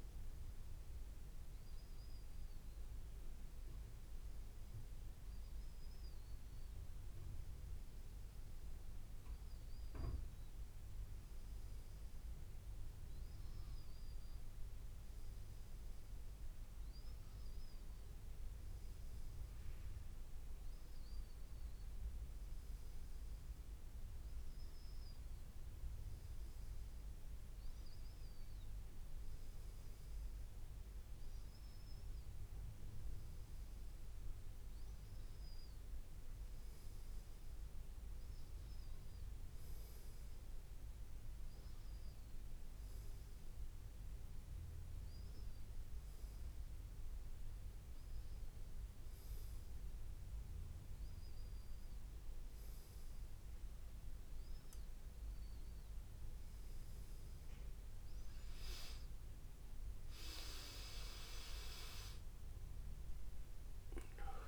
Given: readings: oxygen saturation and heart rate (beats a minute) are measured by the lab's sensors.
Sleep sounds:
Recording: breathing in sleep, hard to hear, by a room microphone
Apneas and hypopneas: none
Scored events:
none scored
From the record:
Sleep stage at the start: N2 (light sleep)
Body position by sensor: on the back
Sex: male

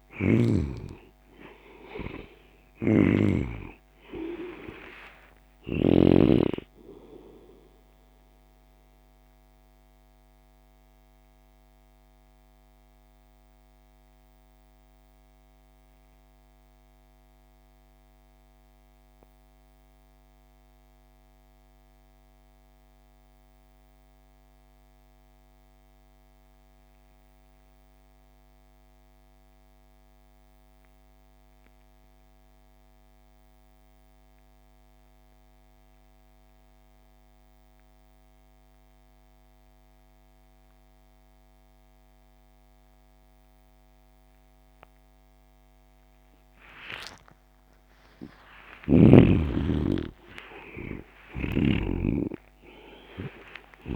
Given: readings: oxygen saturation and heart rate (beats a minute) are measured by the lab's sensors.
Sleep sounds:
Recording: breathing in sleep by a microphone on the trachea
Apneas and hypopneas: 1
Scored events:
0.00-22.00 s: oxygen desaturation (device-marked, oxygen 68% lowest)
8.50-46.50 s: mixed apnea (oxygen 96% before, 68% lowest)
39.00-53.96 s: oxygen desaturation (device-marked, oxygen 97% before, 68% lowest)
47.50-51.50 s: arousal
From the record:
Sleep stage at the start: N2 (light sleep)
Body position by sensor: on the back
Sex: male

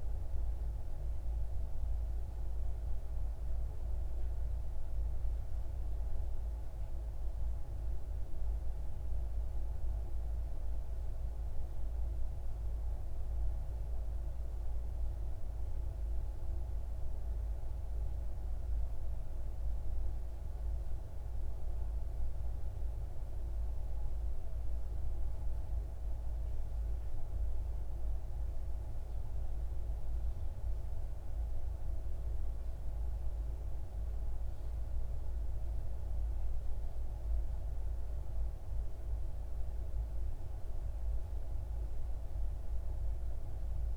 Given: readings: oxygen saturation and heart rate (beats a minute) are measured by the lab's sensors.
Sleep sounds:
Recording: breathing in sleep, hard to hear, by a room microphone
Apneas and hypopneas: none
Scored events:
none scored
From the record:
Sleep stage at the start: N3 (deep sleep)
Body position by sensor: on the left side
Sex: male

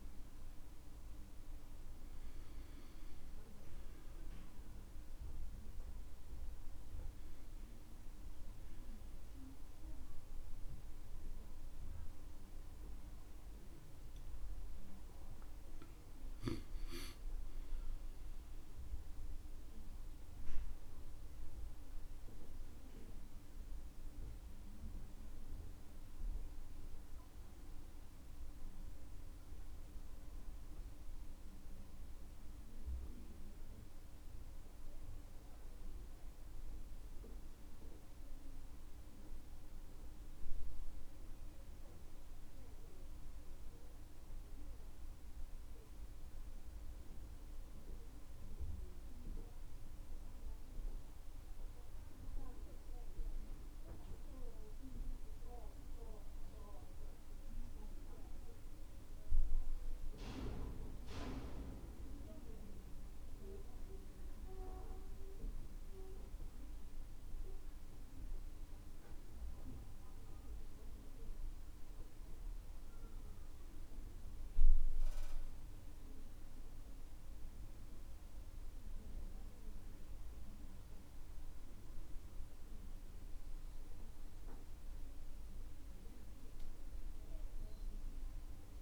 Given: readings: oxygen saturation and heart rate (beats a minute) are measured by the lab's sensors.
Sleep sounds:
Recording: a person awake in a sleep study, by a room microphone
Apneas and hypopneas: none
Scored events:
none scored
From the record:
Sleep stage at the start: awake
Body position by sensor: on the back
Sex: male

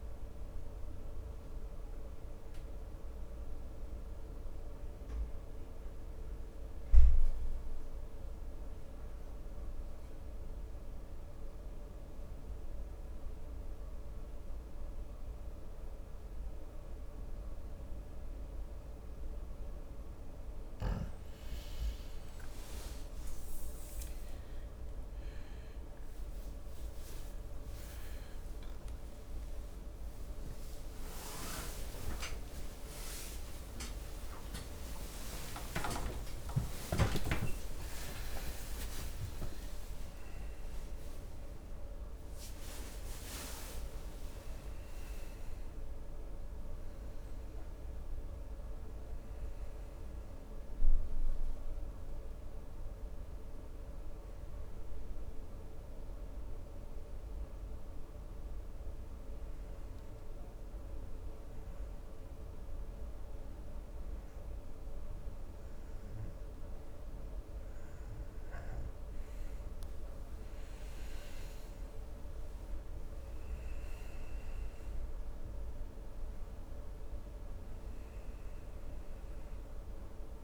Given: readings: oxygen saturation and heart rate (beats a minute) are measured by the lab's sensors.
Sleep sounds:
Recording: breathing in sleep by a room microphone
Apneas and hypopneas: 2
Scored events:
1.00-20.00 s: obstructive apnea (oxygen 98% before, 91% lowest, heart rate 70 before, 64 extreme, up 6 after)
13.00-29.00 s: oxygen desaturation (device-marked, oxygen 98% before, 91% lowest, heart rate 66 before, 69 extreme)
24.00-32.00 s: arousal
34.00-39.00 s: oxygen desaturation (device-marked, oxygen 94% before, 91% lowest, heart rate 77 before, 72 extreme)
37.00-67.00 s: new sleep stage, N1 (lightest sleep)
55.00-67.00 s: mixed apnea (oxygen 94% before, 93% lowest, heart rate 122 before, 66 extreme, up 3 after)
67.00-80.44 s: new sleep stage, N2 (light sleep)
67.50-73.00 s: arousal
From the record:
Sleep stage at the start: N2 (light sleep)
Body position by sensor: on the back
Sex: male

